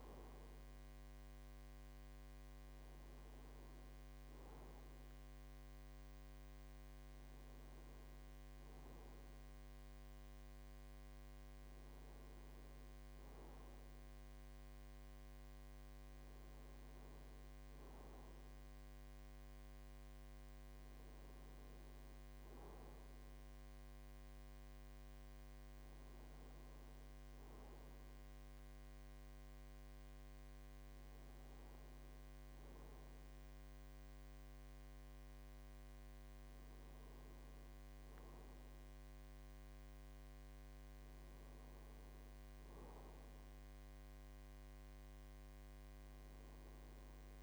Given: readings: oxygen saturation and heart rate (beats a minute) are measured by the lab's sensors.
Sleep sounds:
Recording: a person awake in a sleep study, hard to hear, by a microphone on the trachea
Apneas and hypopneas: none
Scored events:
none scored
From the record:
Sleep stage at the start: awake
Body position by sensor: on the right side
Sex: male

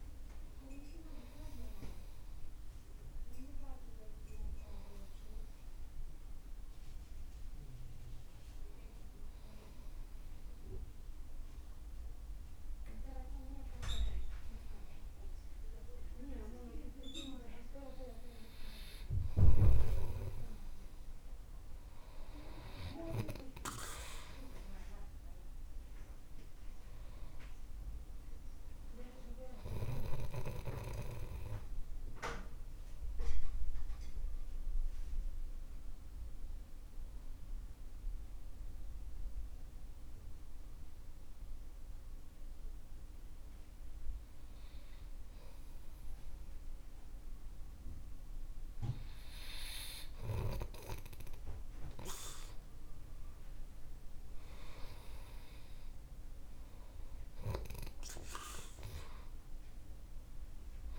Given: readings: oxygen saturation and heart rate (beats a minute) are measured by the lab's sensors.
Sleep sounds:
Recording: breathing in sleep by a room microphone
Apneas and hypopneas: 2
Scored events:
6.50-19.00 s: obstructive apnea (oxygen 94% before, 92% lowest, heart rate 54 before, 50 extreme, up 6 after)
23.00-27.00 s: arousal
34.50-46.50 s: obstructive apnea (oxygen 95% before, 92% lowest, heart rate 53 before, 49 extreme, up 7 after)
50.00-54.50 s: arousal
From the record:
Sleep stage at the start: N2 (light sleep)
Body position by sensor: on the right side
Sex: male

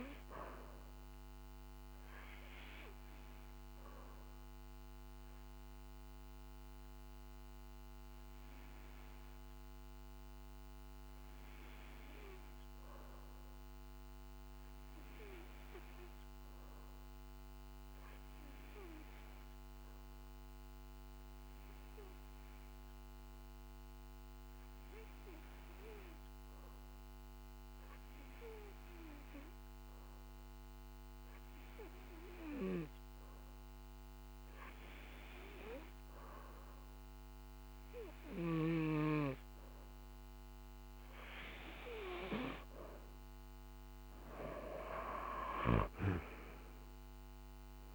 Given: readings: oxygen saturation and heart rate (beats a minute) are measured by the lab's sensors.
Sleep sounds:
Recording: breathing in sleep by a microphone on the trachea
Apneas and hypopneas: 1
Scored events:
0.00-7.50 s: oxygen desaturation (device-marked, oxygen 91% lowest, heart rate 49 extreme)
3.00-39.50 s: obstructive apnea (oxygen 96% before, 88% lowest, heart rate 51 before, 49 extreme, up 9 after)
27.50-47.95 s: oxygen desaturation (device-marked, oxygen 94% before, 88% lowest, heart rate 51 before, 48 extreme)
43.00-47.50 s: arousal
From the record:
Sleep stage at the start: REM sleep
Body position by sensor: on the back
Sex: male

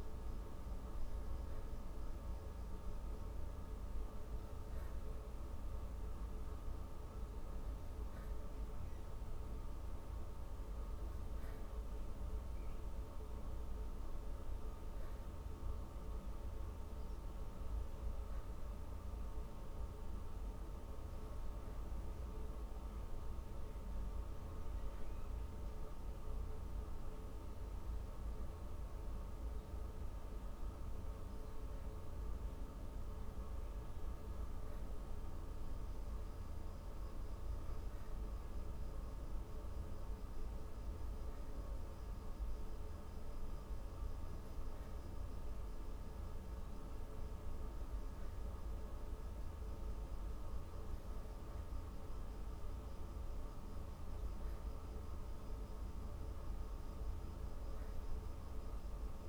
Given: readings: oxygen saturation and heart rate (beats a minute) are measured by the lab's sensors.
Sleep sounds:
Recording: breathing in sleep, hard to hear, by a room microphone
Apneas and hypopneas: none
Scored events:
none scored
From the record:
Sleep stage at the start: N3 (deep sleep)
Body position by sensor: on the back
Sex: female

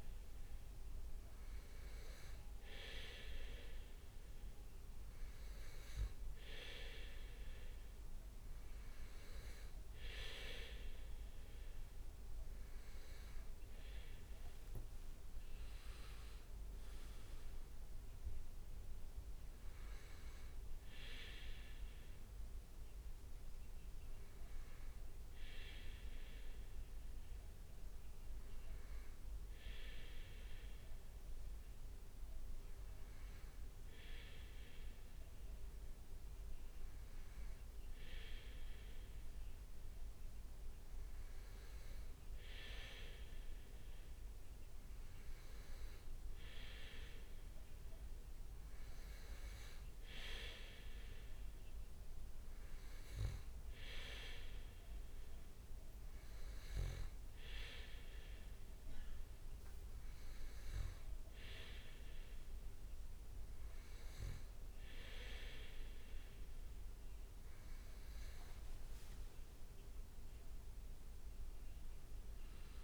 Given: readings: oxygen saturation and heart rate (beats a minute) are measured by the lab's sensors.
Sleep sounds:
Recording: breathing in sleep by a room microphone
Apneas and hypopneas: none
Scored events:
13.00-19.50 s: leg movement (device-marked)
30.00-32.00 s: leg movement (device-marked)
68.00-70.50 s: leg movement (device-marked)
70.00-72.84 s: arousal
From the record:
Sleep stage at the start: N2 (light sleep)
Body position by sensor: on the back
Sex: male

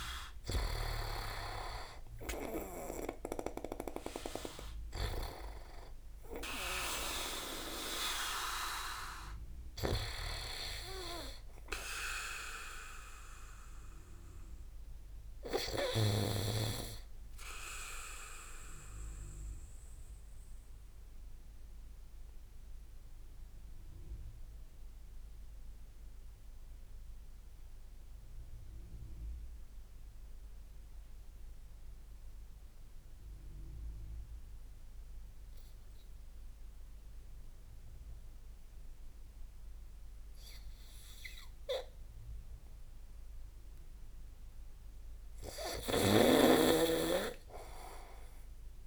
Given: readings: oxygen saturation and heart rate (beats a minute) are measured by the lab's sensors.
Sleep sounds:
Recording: breathing in sleep by a room microphone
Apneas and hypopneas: 1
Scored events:
0.00-2.00 s: arousal
0.00-10.00 s: snoring (device-marked)
0.00-12.00 s: oxygen desaturation (device-marked, oxygen 92% lowest)
19.00-43.50 s: obstructive apnea (oxygen 97% before, 90% lowest)
21.00-32.00 s: oxygen desaturation (device-marked, oxygen 93% before, 90% lowest)
44.50-47.00 s: arousal
From the record:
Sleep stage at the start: N2 (light sleep)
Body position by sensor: on the back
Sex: male

